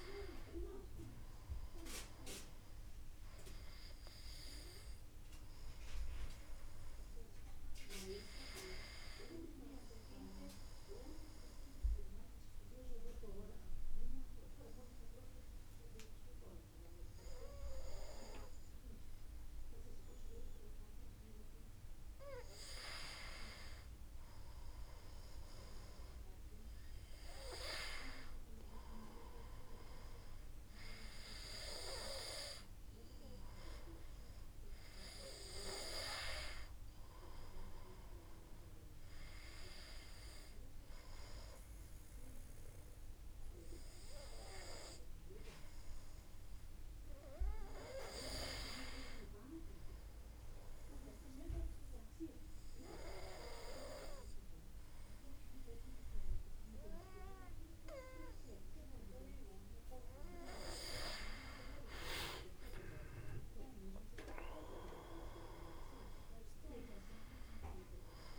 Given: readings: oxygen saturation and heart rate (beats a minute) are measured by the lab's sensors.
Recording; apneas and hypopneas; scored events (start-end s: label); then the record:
breathing in sleep by a room microphone; 2
9.00-21.00 s: obstructive apnea (oxygen 95% before, 93% lowest, heart rate 41 before, 28 extreme, up 12 after)
23.50-28.00 s: arousal
50.00-60.50 s: obstructive apnea (oxygen 96% before, 93% lowest, heart rate 42 before, 45 extreme, up 34 after)
61.00-65.00 s: arousal
From the record:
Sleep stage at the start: N2 (light sleep); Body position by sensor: on the back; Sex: male